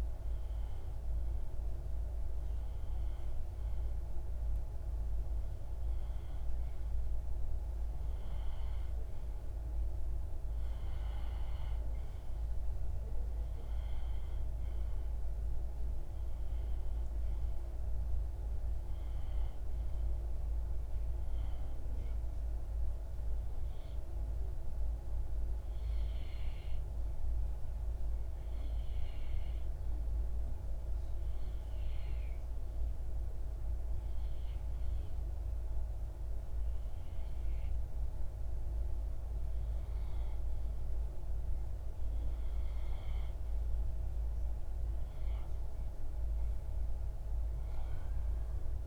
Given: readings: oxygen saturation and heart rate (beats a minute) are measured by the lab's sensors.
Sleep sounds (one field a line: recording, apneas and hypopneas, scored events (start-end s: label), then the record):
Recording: breathing in sleep, hard to hear, by a room microphone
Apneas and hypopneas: none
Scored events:
none scored
From the record:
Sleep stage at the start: REM sleep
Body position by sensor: on the left side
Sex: male